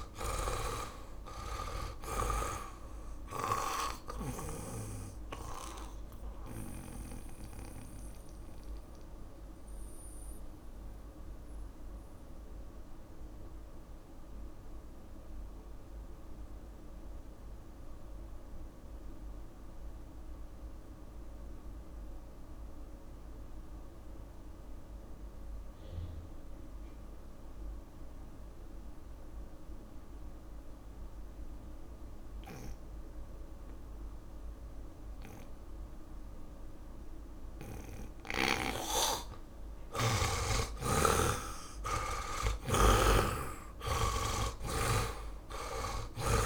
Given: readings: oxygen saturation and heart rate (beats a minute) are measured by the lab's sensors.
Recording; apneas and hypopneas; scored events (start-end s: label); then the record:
breathing in sleep by a room microphone; 1
0.00-5.00 s: snoring (device-marked)
0.00-23.50 s: oxygen desaturation (device-marked, oxygen 75% lowest)
5.50-39.50 s: mixed apnea (oxygen 94% before, 75% lowest)
41.50-45.50 s: arousal
43.00-46.46 s: snoring (device-marked)
From the record:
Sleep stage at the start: N2 (light sleep); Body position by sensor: on the back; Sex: male